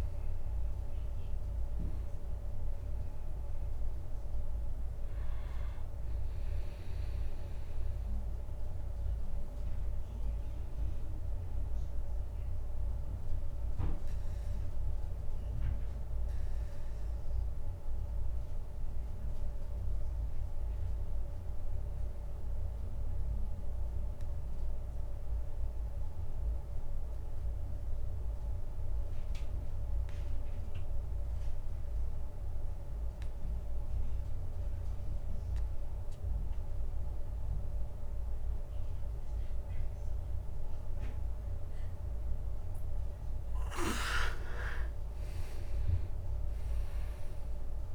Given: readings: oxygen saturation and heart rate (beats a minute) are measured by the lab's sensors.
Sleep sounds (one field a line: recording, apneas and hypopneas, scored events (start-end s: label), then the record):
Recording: breathing in sleep, hard to hear, by a room microphone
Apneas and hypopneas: 1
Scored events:
0.00-19.50 s: oxygen desaturation (device-marked, oxygen 90% lowest, heart rate 27 extreme)
9.00-43.00 s: obstructive apnea (oxygen 98% before, 88% lowest, heart rate 47 before, 27 extreme, up 3 after)
27.50-32.50 s: tachycardia (device-marked, heart rate 49 before, 130 extreme)
39.50-47.95 s: oxygen desaturation (device-marked, oxygen 99% before, 88% lowest, heart rate 79 before, 28 extreme)
46.00-47.95 s: arousal
From the record:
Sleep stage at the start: N2 (light sleep)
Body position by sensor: on the back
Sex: male